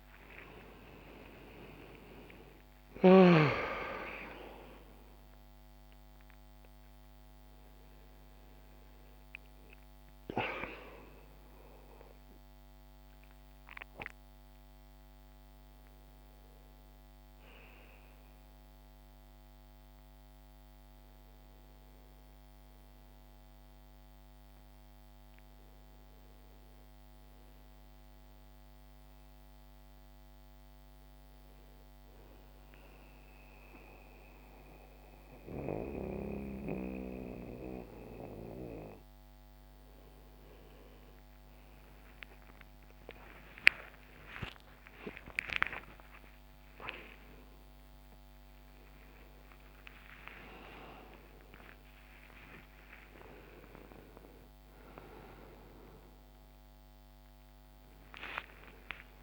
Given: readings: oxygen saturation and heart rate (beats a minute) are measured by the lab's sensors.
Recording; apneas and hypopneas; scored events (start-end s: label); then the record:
breathing in sleep by a microphone on the trachea; 1
0.00-4.00 s: arousal
0.00-35.50 s: oxygen desaturation (device-marked, oxygen 84% lowest, heart rate 29 extreme)
26.00-39.00 s: hypopnea (oxygen 96% before, 84% lowest, heart rate 70 before, 25 extreme)
42.00-49.50 s: arousal
From the record:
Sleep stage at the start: N1 (lightest sleep); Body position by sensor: on the back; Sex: male